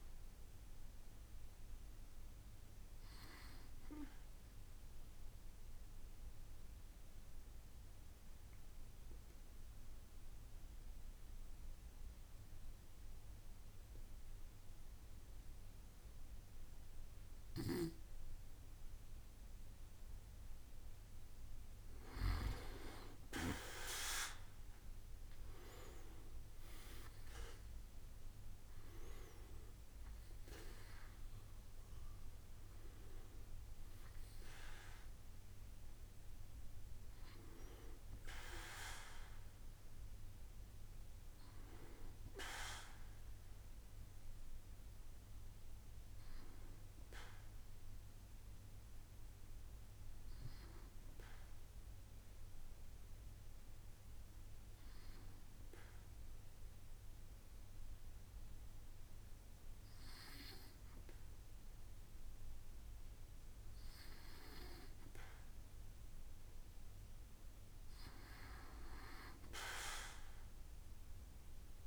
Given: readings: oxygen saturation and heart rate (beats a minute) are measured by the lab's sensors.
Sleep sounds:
breathing in sleep by a room microphone; 2
0.00-10.50 s: oxygen desaturation (device-marked, oxygen 94% lowest, heart rate 63 extreme)
3.50-19.50 s: obstructive apnea (oxygen 98% before, 94% lowest, heart rate 71 before, 63 extreme, up 4 after)
24.50-27.50 s: arousal
52.00-64.00 s: hypopnea (oxygen 98% before, 95% lowest, heart rate 70 before, 64 extreme, up 6 after)
70.50-71.87 s: arousal
From the record:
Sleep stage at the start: N2 (light sleep); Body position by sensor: on the back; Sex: male

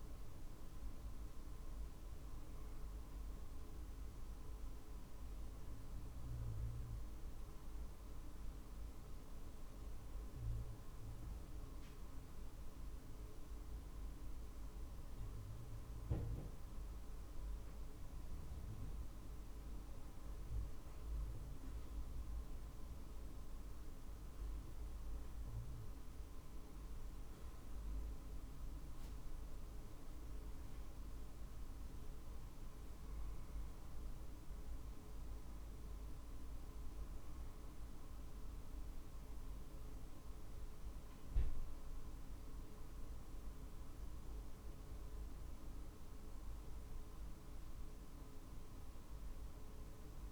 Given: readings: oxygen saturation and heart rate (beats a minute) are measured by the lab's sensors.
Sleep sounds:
breathing in sleep, hard to hear, by a room microphone; 1
6.00-25.00 s: obstructive apnea (oxygen 96% before, 94% lowest, heart rate 48 before, 47 extreme, up 2 after)
27.50-32.00 s: arousal
From the record:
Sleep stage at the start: N2 (light sleep); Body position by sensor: on the back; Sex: male

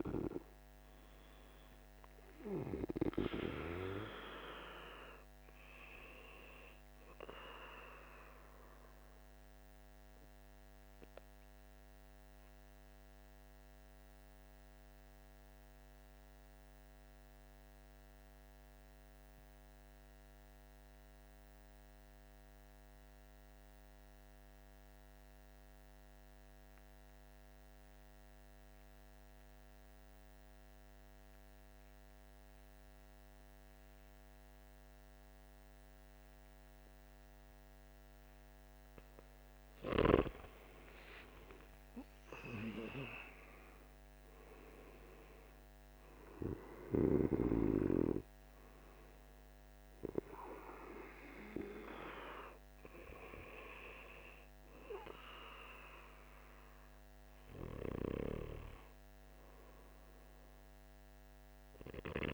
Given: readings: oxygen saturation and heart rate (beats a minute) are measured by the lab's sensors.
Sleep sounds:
breathing in sleep by a microphone on the trachea; 1
0.00-15.50 s: oxygen desaturation (device-marked, oxygen 88% lowest, heart rate 47 extreme)
11.00-38.00 s: obstructive apnea (oxygen 98% before, 88% lowest, heart rate 53 before, 49 extreme, up 9 after)
32.50-62.34 s: oxygen desaturation (device-marked, oxygen 99% before, 88% lowest, heart rate 49 before, 49 extreme)
40.50-45.00 s: arousal
From the record:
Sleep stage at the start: N2 (light sleep); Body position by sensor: on the back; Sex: male

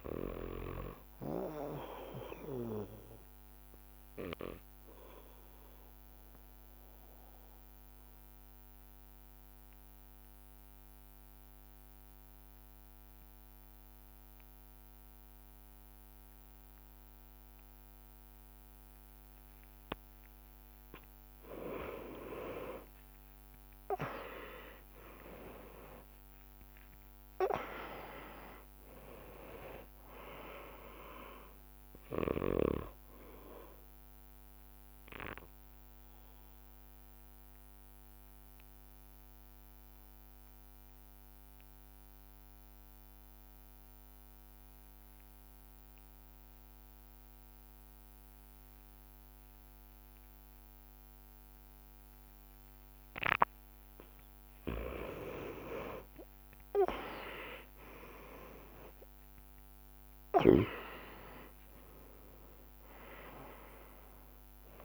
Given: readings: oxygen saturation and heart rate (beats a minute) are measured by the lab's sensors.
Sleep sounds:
breathing in sleep by a microphone on the trachea; 2
0.00-15.50 s: oxygen desaturation (device-marked, oxygen 92% lowest)
5.00-20.50 s: obstructive apnea (oxygen 98% before, 90% lowest)
24.00-29.50 s: arousal
35.00-54.00 s: obstructive apnea (oxygen 98% before, 90% lowest)
37.50-47.50 s: oxygen desaturation (device-marked, oxygen 95% before, 90% lowest)
56.50-64.85 s: oxygen desaturation (device-marked, oxygen 99% before, 90% lowest)
57.00-61.50 s: arousal
From the record:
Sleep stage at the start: N2 (light sleep); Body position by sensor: on the back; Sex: male

